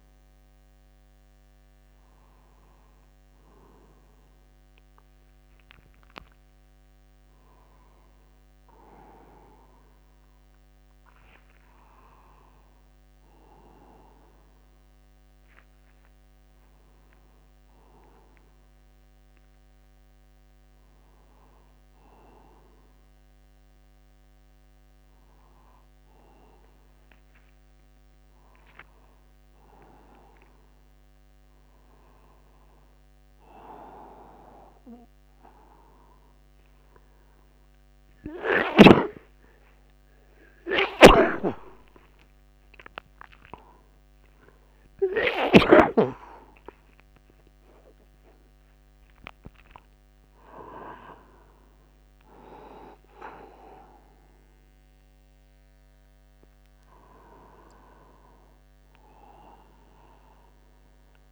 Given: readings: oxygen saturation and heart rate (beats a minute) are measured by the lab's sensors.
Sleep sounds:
a person awake in a sleep study, by a microphone on the trachea; none
41.50-46.50 s: snoring (device-marked)
42.50-44.50 s: long interval between heartbeats (device-marked, heart rate 55 before, 80 extreme)
47.00-49.00 s: long interval between heartbeats (device-marked, heart rate 60 before, 83 extreme)
From the record:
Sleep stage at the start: awake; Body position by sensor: upright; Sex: male

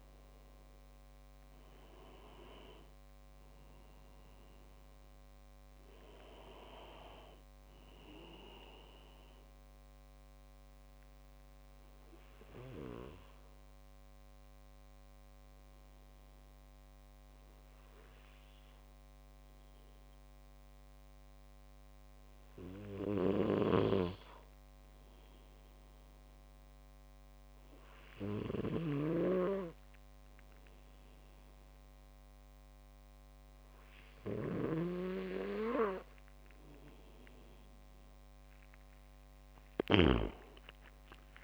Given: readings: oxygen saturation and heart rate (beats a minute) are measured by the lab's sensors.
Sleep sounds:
breathing in sleep by a microphone on the trachea; 1
5.50-7.00 s: leg movement (device-marked)
10.50-12.00 s: leg movement (device-marked)
12.00-24.00 s: hypopnea (oxygen 99% before, 95% lowest)
23.50-40.50 s: snoring (device-marked)
From the record:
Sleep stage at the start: N2 (light sleep); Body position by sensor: on the back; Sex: male

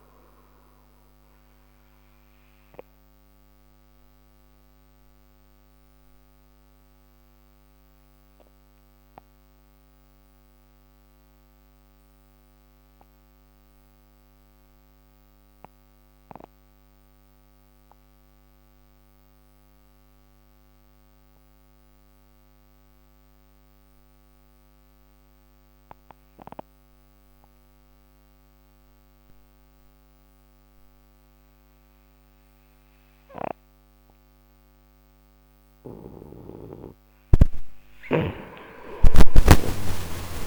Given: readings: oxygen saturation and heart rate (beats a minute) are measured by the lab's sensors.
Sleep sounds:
breathing in sleep by a microphone on the trachea; 1
4.00-19.00 s: oxygen desaturation (device-marked, oxygen 94% before, 88% lowest, heart rate 38 before, 56 extreme)
7.00-35.50 s: obstructive apnea (oxygen 97% before, 88% lowest, heart rate 40 before, 56 extreme, up 5 after)
37.50-40.47 s: snoring (device-marked)
39.00-40.47 s: arousal
From the record:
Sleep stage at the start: N2 (light sleep); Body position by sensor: on the right side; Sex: male

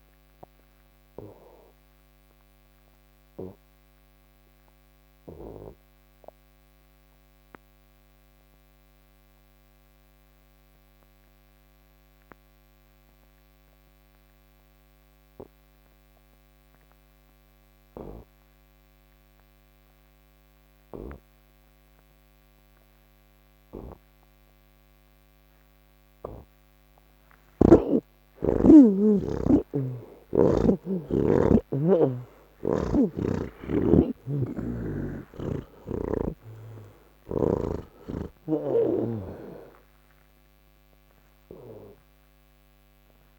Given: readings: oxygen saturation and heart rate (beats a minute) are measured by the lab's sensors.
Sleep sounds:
breathing in sleep by a microphone on the trachea; none
40.50-43.39 s: oxygen desaturation (device-marked, oxygen 88% before, 81% lowest, heart rate 75 before, 70 extreme)
From the record:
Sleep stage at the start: N2 (light sleep); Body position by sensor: on the back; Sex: male

